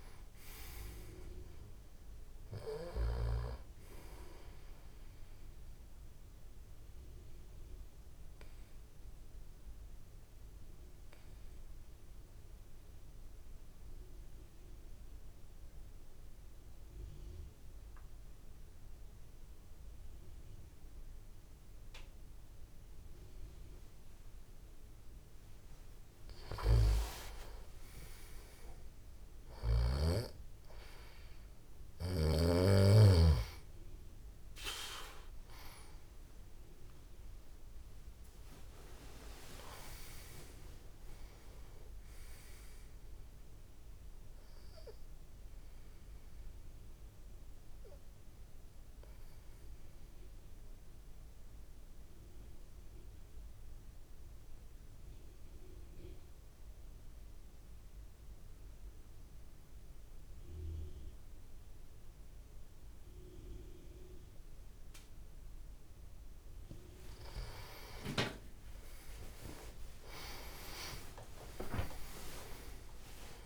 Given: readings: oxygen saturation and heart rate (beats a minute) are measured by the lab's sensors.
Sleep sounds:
breathing in sleep by a room microphone; 2
0.00-7.00 s: tachycardia (device-marked, heart rate 174 extreme)
0.00-17.00 s: oxygen desaturation (device-marked, oxygen 91% lowest)
6.50-25.50 s: obstructive apnea (oxygen 98% before, 91% lowest)
24.00-29.00 s: tachycardia (device-marked, heart rate 54 before, 130 extreme)
26.50-30.00 s: snoring (device-marked)
27.00-31.00 s: arousal
34.00-49.00 s: oxygen desaturation (device-marked, oxygen 98% before, 94% lowest)
35.00-38.00 s: tachycardia (device-marked, heart rate 56 before, 94 extreme)
47.00-66.00 s: obstructive apnea (oxygen 98% before, 91% lowest)
68.50-73.45 s: arousal
69.00-72.00 s: tachycardia (device-marked, heart rate 58 before, 96 extreme)
71.00-73.45 s: new sleep stage, N1 (lightest sleep)
From the record:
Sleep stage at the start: N2 (light sleep); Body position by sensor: on the back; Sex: male

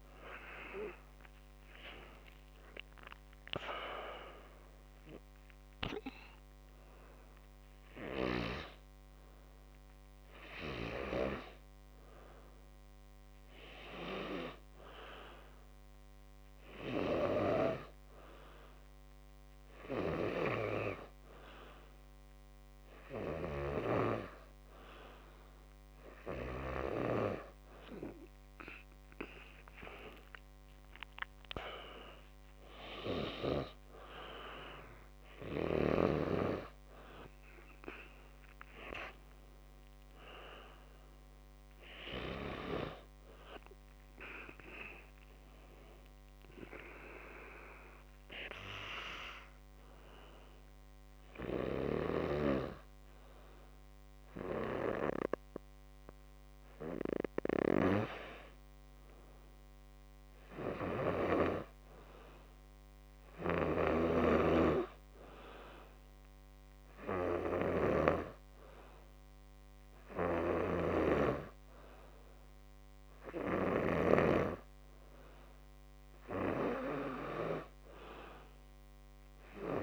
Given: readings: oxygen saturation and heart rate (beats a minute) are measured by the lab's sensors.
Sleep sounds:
breathing in sleep by a microphone on the trachea; 1
29.50-32.50 s: arousal
48.00-58.50 s: hypopnea (oxygen 97% before, 91% lowest, heart rate 60 before, 54 extreme, up 8 after)
61.50-64.50 s: arousal
From the record:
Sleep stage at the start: N2 (light sleep); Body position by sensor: on the back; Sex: male

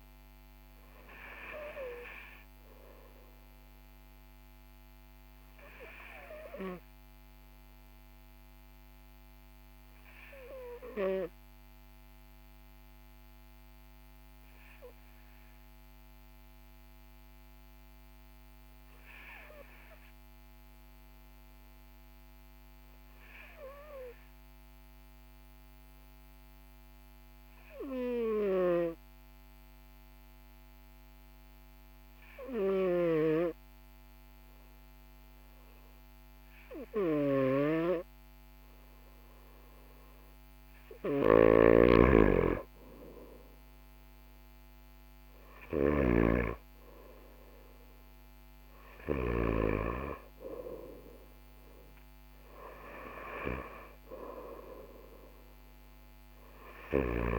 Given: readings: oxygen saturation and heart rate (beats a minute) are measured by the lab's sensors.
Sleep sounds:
breathing in sleep by a microphone on the trachea; 1
13.00-35.00 s: hypopnea (oxygen 99% before, 95% lowest, heart rate 43 before, 41 extreme, up 1 after)
28.00-49.00 s: snoring (device-marked)
37.00-40.50 s: arousal
From the record:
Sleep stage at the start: N2 (light sleep); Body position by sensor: on the right side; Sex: male

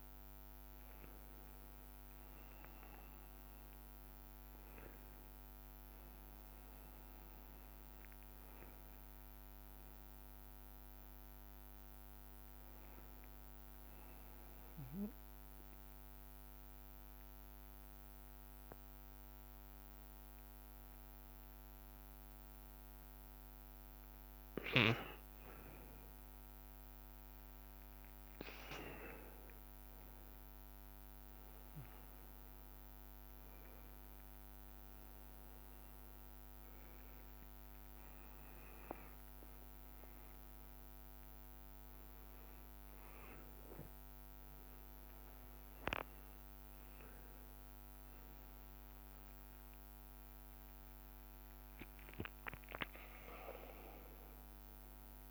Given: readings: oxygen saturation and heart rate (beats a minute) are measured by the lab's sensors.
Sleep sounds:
a person awake in a sleep study, by a microphone on the trachea; none
7.00-9.00 s: long interval between heartbeats (device-marked, heart rate 98 before, 115 extreme)
8.00-12.50 s: arousal
9.00-11.00 s: long interval between heartbeats (device-marked, heart rate 99 before, 140 extreme)
15.50-17.50 s: long interval between heartbeats (device-marked, heart rate 116 before, 126 extreme)
18.50-20.50 s: long interval between heartbeats (device-marked, heart rate 120 before, 133 extreme)
28.50-30.50 s: long interval between heartbeats (device-marked, heart rate 132 before, 125 extreme)
30.50-32.50 s: long interval between heartbeats (device-marked, heart rate 132 before, 131 extreme)
33.50-35.50 s: long interval between heartbeats (device-marked, heart rate 129 before, 158 extreme)
37.00-39.00 s: long interval between heartbeats (device-marked, heart rate 133 before, 119 extreme)
39.00-51.00 s: bradycardia (device-marked)
39.50-41.50 s: long interval between heartbeats (device-marked, heart rate 133 before, 89 extreme)
39.50-43.50 s: arousal
42.50-44.50 s: long interval between heartbeats (device-marked, heart rate 125 before, 55 extreme)
50.50-52.50 s: long interval between heartbeats (device-marked, heart rate 97 before, 39 extreme)
54.00-55.31 s: long interval between heartbeats (device-marked, heart rate 78 before, 102 extreme)
From the record:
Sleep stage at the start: awake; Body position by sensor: on the front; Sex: male

